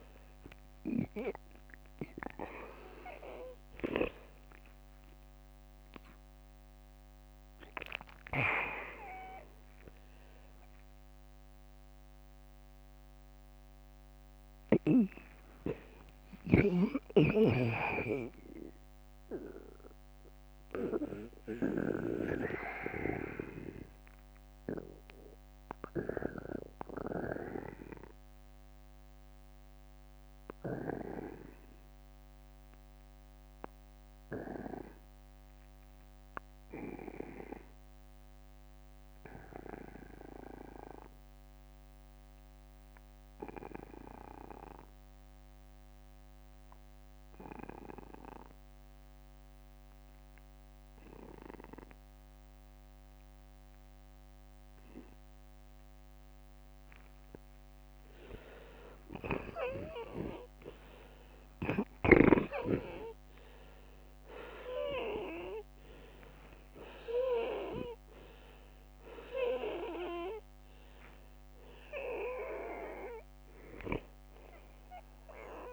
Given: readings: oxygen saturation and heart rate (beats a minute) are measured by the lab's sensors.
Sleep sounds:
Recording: breathing in sleep by a microphone on the trachea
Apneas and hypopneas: 1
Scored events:
2.50-8.00 s: arousal
16.00-41.00 s: oxygen desaturation (device-marked, oxygen 95% before, 88% lowest, heart rate 72 before, 38 extreme)
17.00-56.50 s: obstructive apnea (oxygen 97% before, 85% lowest, heart rate 72 before, 38 extreme, up 10 after)
18.50-20.50 s: long interval between heartbeats (device-marked, heart rate 71 before, 60 extreme)
27.00-29.00 s: long interval between heartbeats (device-marked, heart rate 57 before, 54 extreme)
30.00-32.00 s: long interval between heartbeats (device-marked, heart rate 56 before, 43 extreme)
42.00-44.00 s: long interval between heartbeats (device-marked, heart rate 52 before, 53 extreme)
57.00-69.00 s: oxygen desaturation (device-marked, oxygen 96% before, 91% lowest, heart rate 55 before, 49 extreme)
58.00-62.50 s: arousal
60.50-62.50 s: long interval between heartbeats (device-marked, heart rate 53 before, 48 extreme)
From the record:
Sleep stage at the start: N2 (light sleep)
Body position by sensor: on the back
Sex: male

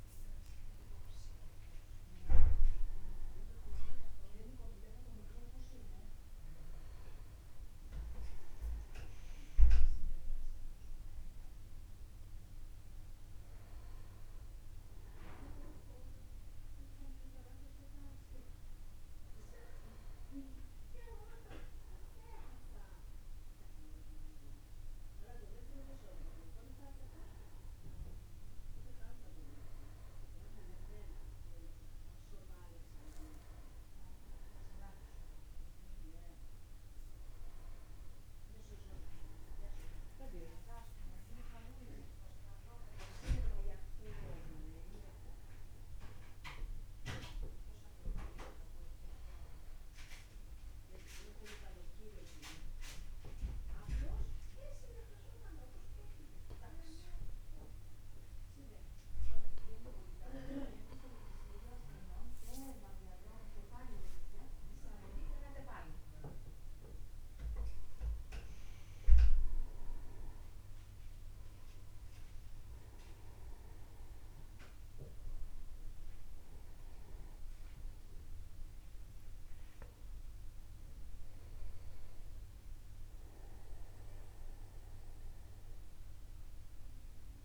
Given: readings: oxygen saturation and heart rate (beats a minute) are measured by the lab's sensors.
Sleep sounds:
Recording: a person partly awake in a sleep study, by a room microphone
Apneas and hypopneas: 1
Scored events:
36.00-87.45 s: new sleep stage, N2 (light sleep)
45.00-59.50 s: obstructive apnea (oxygen 97% before, 94% lowest, heart rate 52 before, 52 extreme, up 10 after)
64.50-68.00 s: arousal
66.00-68.00 s: long interval between heartbeats (device-marked, heart rate 53 before, 62 extreme)
From the record:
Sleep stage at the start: awake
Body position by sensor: upright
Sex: male

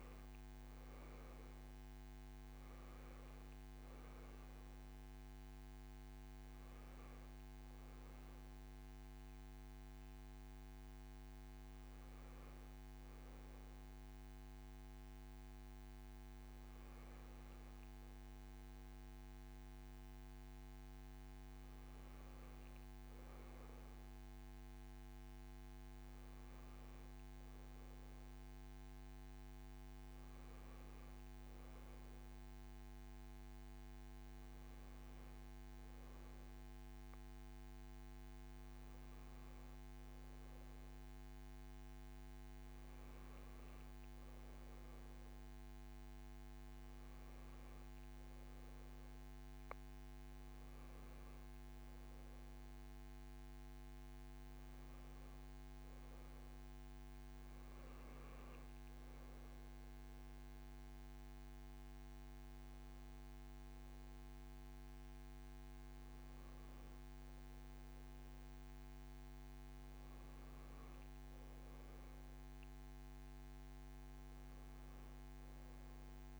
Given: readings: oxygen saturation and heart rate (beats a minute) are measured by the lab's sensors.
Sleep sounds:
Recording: a person partly awake in a sleep study, hard to hear, by a microphone on the trachea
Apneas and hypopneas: none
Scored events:
37.00-76.40 s: new sleep stage, N1 (lightest sleep)
From the record:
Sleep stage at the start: awake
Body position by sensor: on the back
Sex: female

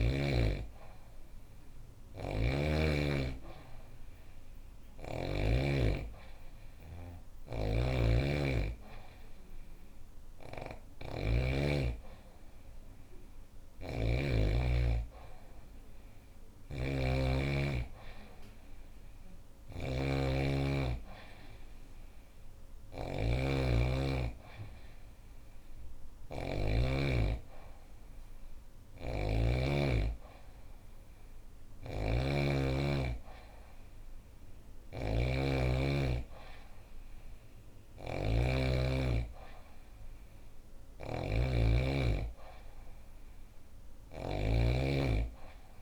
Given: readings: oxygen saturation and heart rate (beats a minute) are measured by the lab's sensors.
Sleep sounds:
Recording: breathing in sleep by a room microphone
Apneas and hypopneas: none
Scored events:
6.50-13.50 s: snoring (device-marked)
15.50-26.00 s: snoring (device-marked)
28.00-44.00 s: snoring (device-marked)
From the record:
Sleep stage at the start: N2 (light sleep)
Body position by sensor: on the back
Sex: female

